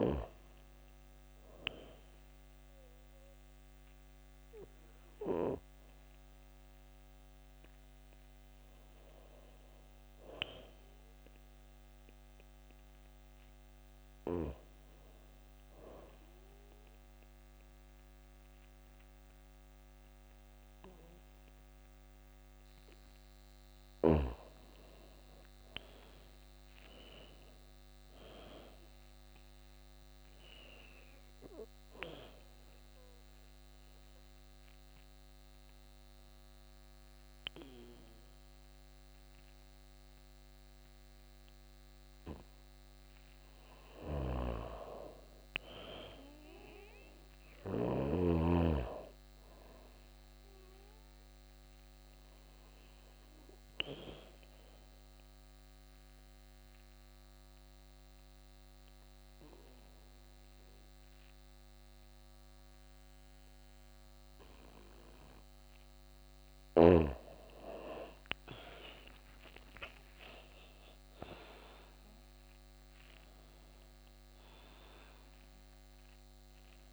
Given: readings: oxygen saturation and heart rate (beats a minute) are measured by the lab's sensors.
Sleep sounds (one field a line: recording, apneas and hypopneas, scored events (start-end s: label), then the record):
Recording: breathing in sleep by a microphone on the trachea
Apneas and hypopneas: 3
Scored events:
0.00-1.50 s: arousal
14.50-24.50 s: obstructive apnea (oxygen 96% before, 87% lowest, heart rate 80 before, 78 extreme, up 2 after)
25.50-28.50 s: arousal
32.00-43.00 s: obstructive apnea (oxygen 96% before, 87% lowest, heart rate 81 before, 78 extreme, up 20 after)
35.50-45.50 s: oxygen desaturation (device-marked, oxygen 94% before, 90% lowest, heart rate 81 before, 78 extreme)
43.50-47.50 s: snoring (device-marked)
44.50-48.50 s: arousal
47.50-66.50 s: oxygen desaturation (device-marked, oxygen 96% before, 87% lowest, heart rate 80 before, 78 extreme)
54.00-66.00 s: obstructive apnea (oxygen 96% before, 87% lowest, heart rate 85 before, 78 extreme, up 5 after)
68.50-72.00 s: arousal
75.50-76.93 s: oxygen desaturation (device-marked, oxygen 97% before, 87% lowest, heart rate 81 before, 77 extreme)
From the record:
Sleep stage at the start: N2 (light sleep)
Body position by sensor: on the back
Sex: female